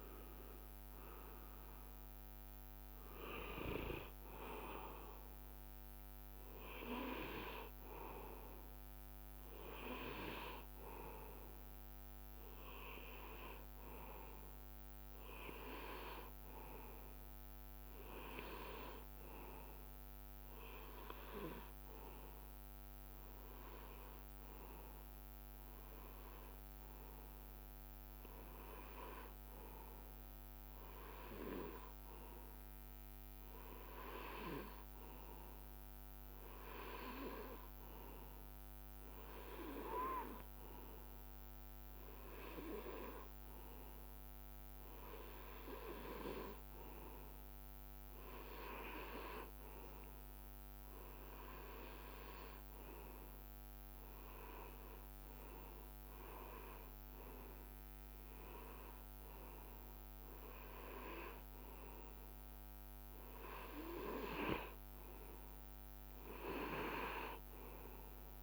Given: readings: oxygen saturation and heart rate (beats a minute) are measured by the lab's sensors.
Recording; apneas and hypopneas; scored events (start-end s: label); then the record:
breathing in sleep by a microphone on the trachea; none
none scored
From the record:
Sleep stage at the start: N2 (light sleep); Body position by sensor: on the right side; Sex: male